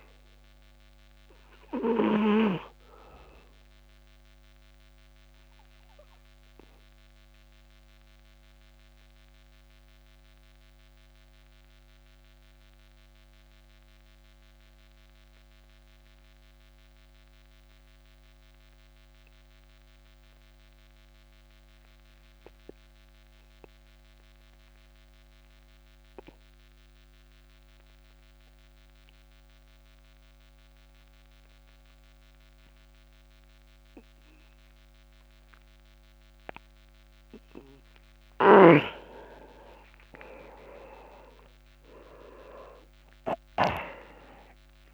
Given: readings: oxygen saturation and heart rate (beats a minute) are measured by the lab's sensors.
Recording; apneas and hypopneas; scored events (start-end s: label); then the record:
breathing in sleep by a microphone on the trachea; 1
1.50-25.50 s: oxygen desaturation (device-marked, oxygen 99% before, 93% lowest, heart rate 38 before, 31 extreme)
4.50-36.50 s: obstructive apnea (oxygen 99% before, 87% lowest)
39.50-43.50 s: arousal
39.50-44.94 s: oxygen desaturation (device-marked, oxygen 98% before, 87% lowest)
From the record:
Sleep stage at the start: N2 (light sleep); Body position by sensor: on the back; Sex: male